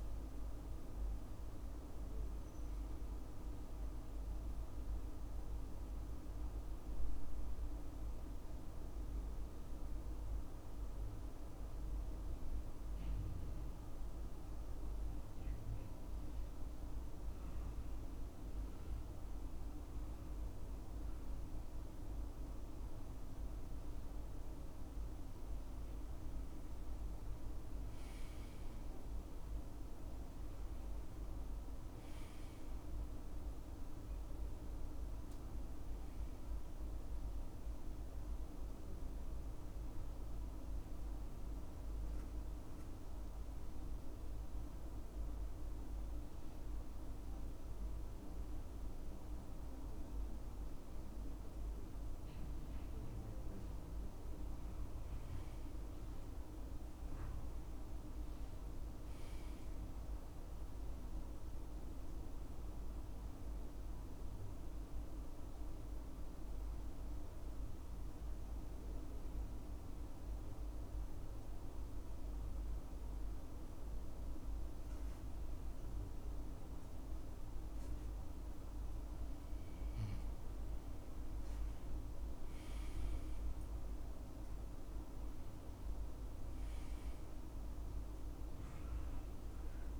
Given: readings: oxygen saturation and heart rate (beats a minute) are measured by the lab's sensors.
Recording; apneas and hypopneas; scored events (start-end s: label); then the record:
breathing in sleep, hard to hear, by a room microphone; 3
3.00-18.00 s: oxygen desaturation (device-marked, oxygen 96% before, 93% lowest, heart rate 68 before, 66 extreme)
14.00-26.00 s: obstructive apnea (oxygen 96% before, 91% lowest, heart rate 69 before, 65 extreme, up 5 after)
27.50-30.00 s: arousal
32.00-54.00 s: oxygen desaturation (device-marked, oxygen 97% before, 91% lowest, heart rate 71 before, 65 extreme)
39.00-51.50 s: obstructive apnea (oxygen 97% before, 91% lowest, heart rate 70 before, 65 extreme, up 6 after)
56.00-59.00 s: arousal
63.00-78.50 s: obstructive apnea (oxygen 98% before, 92% lowest, heart rate 68 before, 65 extreme, up 5 after)
81.50-86.50 s: arousal
86.00-90.00 s: oxygen desaturation (device-marked, oxygen 97% before, 92% lowest, heart rate 70 before, 65 extreme)
From the record:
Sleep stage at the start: N2 (light sleep); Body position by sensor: on the right side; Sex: male